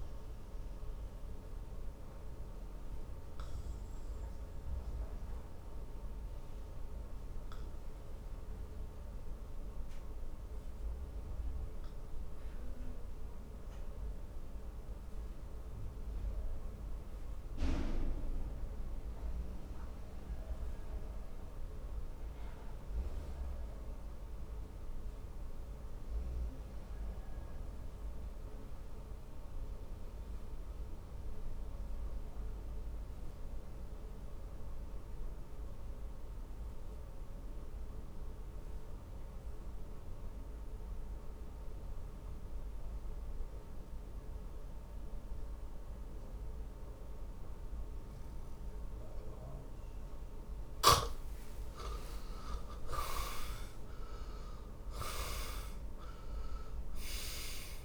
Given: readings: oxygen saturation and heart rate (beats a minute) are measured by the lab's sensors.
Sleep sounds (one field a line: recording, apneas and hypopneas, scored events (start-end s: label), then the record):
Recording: breathing in sleep by a room microphone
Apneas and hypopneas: 1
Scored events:
0.50-49.50 s: obstructive apnea (oxygen 98% before, 67% lowest, heart rate 71 before, 45 extreme, up 23 after)
2.00-30.00 s: oxygen desaturation (device-marked, oxygen 97% before, 67% lowest, heart rate 72 before, 45 extreme)
51.00-56.50 s: arousal
52.00-57.85 s: oxygen desaturation (device-marked, oxygen 98% before, 75% lowest, heart rate 50 before, 48 extreme)
From the record:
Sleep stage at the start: N2 (light sleep)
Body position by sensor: on the back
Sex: male